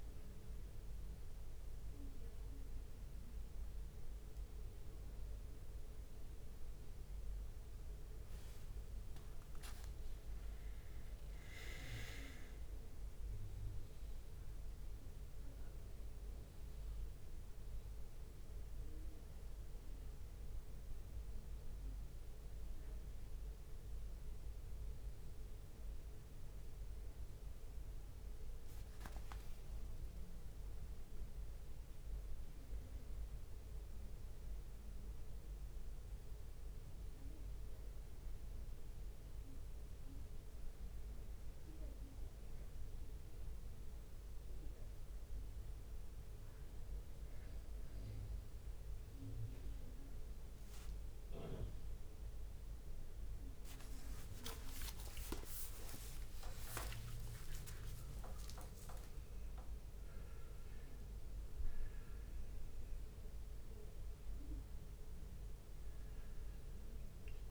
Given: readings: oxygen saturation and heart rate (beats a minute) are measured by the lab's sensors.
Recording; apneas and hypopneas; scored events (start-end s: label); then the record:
a person awake in a sleep study, by a room microphone; none
9.50-11.50 s: long interval between heartbeats (device-marked, heart rate 62 before, 71 extreme)
9.50-15.00 s: leg movement (device-marked)
29.50-32.50 s: leg movement (device-marked)
54.50-60.50 s: tachycardia (device-marked, heart rate 71 before, 142 extreme)
54.50-62.00 s: leg movement (device-marked)
55.00-57.00 s: long interval between heartbeats (device-marked, heart rate 63 before, 71 extreme)
57.50-67.50 s: drop in pulse transit time (device-marked, heart rate 65 before, 64 extreme)
58.00-60.00 s: long interval between heartbeats (device-marked, heart rate 65 before, 112 extreme)
From the record:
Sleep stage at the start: awake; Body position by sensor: on the back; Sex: male